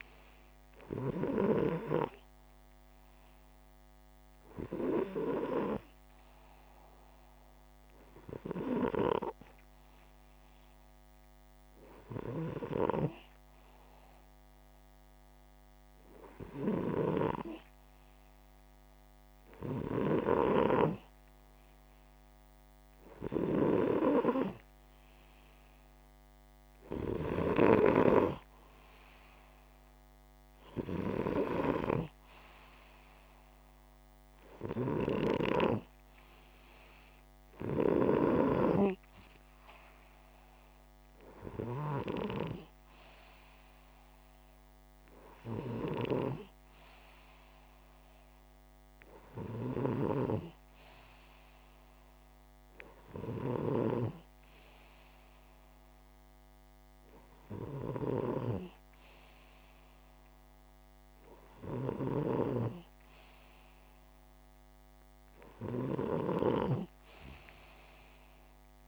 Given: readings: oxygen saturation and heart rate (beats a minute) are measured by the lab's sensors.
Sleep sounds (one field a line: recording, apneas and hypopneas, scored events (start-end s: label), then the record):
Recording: breathing in sleep by a microphone on the trachea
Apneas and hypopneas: none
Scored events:
38.00-46.00 s: oxygen desaturation (device-marked, oxygen 94% before, 89% lowest, heart rate 64 before, 61 extreme)
65.50-68.88 s: snoring (device-marked)
From the record:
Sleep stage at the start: N2 (light sleep)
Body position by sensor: upright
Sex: male